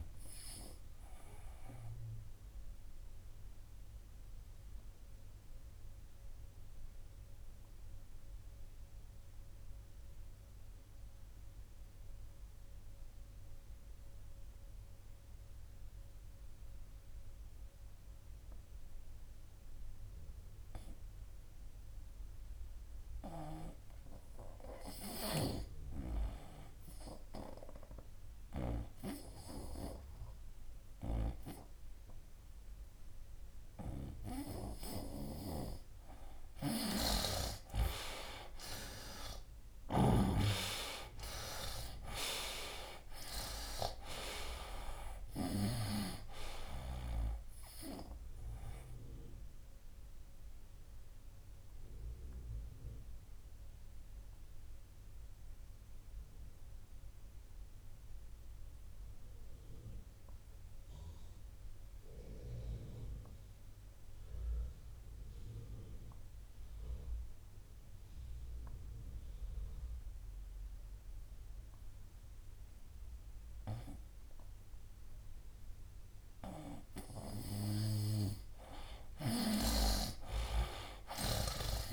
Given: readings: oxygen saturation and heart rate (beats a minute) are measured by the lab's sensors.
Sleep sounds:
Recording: breathing in sleep by a room microphone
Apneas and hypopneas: 2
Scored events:
0.00-24.50 s: oxygen desaturation (device-marked, oxygen 79% lowest, heart rate 61 extreme)
1.50-35.00 s: obstructive apnea (oxygen 96% before, 79% lowest, heart rate 74 before, 61 extreme, up 11 after)
35.00-40.00 s: snoring (device-marked)
38.00-42.00 s: arousal
43.50-70.50 s: oxygen desaturation (device-marked, oxygen 91% before, 79% lowest, heart rate 70 before, 63 extreme)
49.50-76.50 s: obstructive apnea (oxygen 96% before, 78% lowest, heart rate 74 before, 63 extreme, up 9 after)
72.50-81.93 s: oxygen desaturation (device-marked, oxygen 97% before, 78% lowest, heart rate 65 before, 61 extreme)
79.00-81.93 s: snoring (device-marked)
79.50-81.93 s: arousal
From the record:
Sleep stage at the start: N2 (light sleep)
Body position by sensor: on the right side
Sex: male

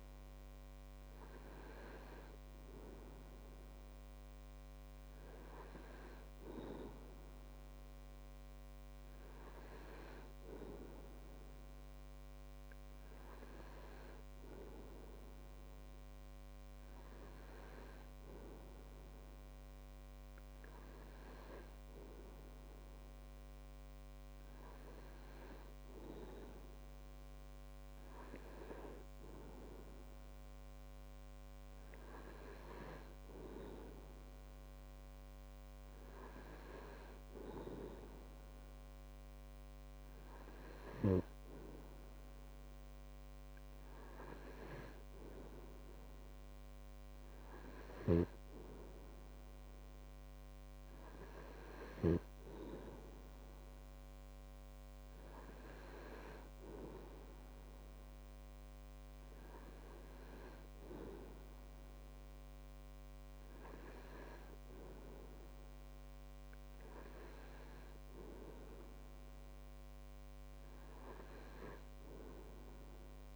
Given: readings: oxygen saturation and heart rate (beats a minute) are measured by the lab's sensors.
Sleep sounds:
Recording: breathing in sleep by a microphone on the trachea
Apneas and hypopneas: none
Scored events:
none scored
From the record:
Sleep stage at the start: N2 (light sleep)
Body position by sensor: on the right side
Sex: male

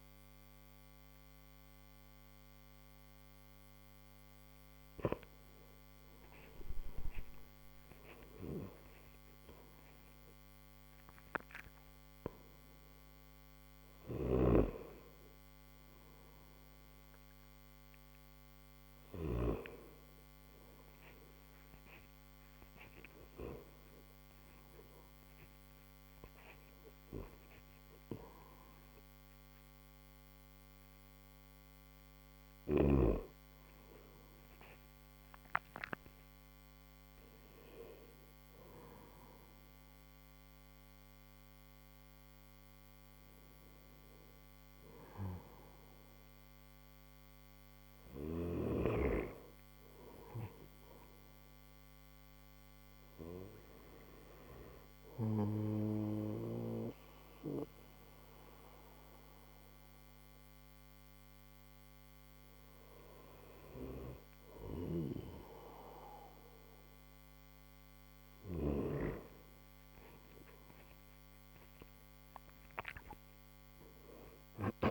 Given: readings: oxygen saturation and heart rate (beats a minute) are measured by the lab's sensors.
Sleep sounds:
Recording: breathing in sleep by a microphone on the trachea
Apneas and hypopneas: none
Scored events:
13.00-18.50 s: snoring (device-marked)
From the record:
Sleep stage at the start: N3 (deep sleep)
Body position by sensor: on the right side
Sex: male

